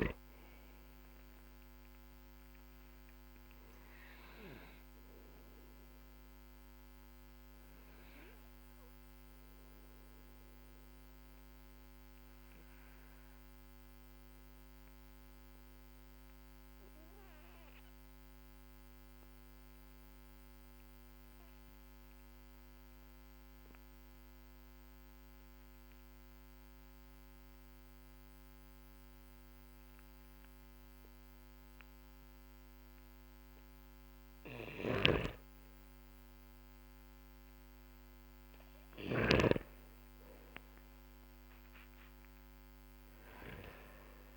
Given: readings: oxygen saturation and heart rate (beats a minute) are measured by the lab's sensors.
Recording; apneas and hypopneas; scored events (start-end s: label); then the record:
breathing in sleep by a microphone on the trachea; 1
0.00-24.50 s: oxygen desaturation (device-marked, oxygen 92% lowest, heart rate 43 extreme)
3.00-35.00 s: obstructive apnea (oxygen 99% before, 92% lowest, heart rate 55 before, 43 extreme, up 14 after)
34.00-39.00 s: snoring (device-marked)
43.00-44.37 s: arousal
From the record:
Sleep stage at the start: N2 (light sleep); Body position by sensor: on the back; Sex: male